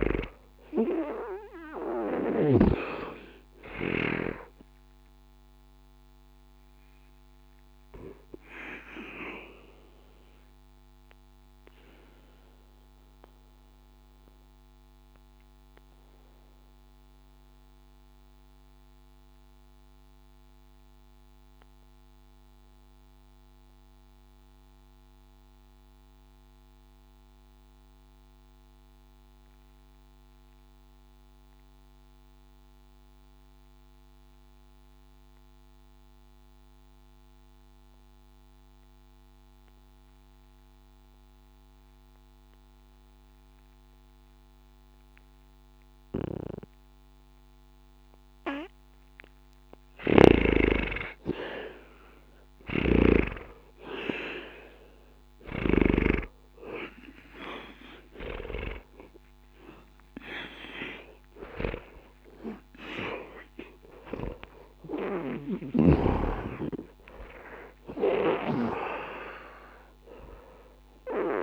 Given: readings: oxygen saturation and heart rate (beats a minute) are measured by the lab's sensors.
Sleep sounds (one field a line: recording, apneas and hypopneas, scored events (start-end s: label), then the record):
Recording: breathing in sleep by a microphone on the trachea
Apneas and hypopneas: 1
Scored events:
0.00-31.50 s: oxygen desaturation (device-marked, oxygen 74% lowest, heart rate 60 extreme)
9.00-50.00 s: obstructive apnea (oxygen 97% before, 74% lowest, heart rate 71 before, 60 extreme, up 0 after)
48.50-71.43 s: oxygen desaturation (device-marked, oxygen 99% before, 80% lowest, heart rate 60 before, 60 extreme)
52.50-56.00 s: snoring (device-marked)
53.00-57.50 s: arousal
From the record:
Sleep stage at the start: N2 (light sleep)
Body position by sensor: on the back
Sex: male